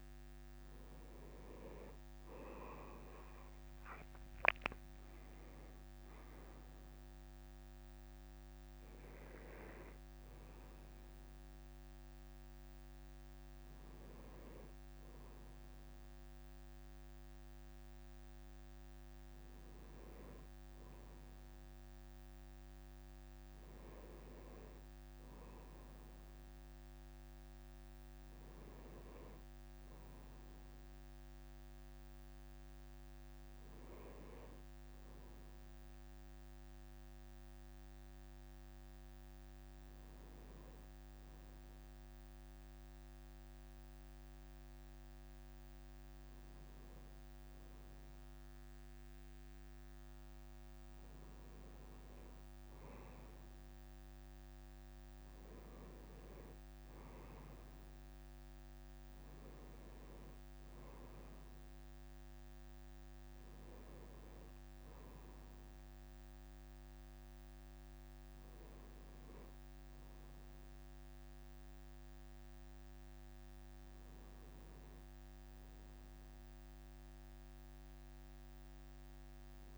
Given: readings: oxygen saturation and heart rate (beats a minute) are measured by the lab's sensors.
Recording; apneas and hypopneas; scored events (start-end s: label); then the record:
breathing in sleep, hard to hear, by a microphone on the trachea; none
none scored
From the record:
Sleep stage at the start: N2 (light sleep); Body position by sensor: on the right side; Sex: male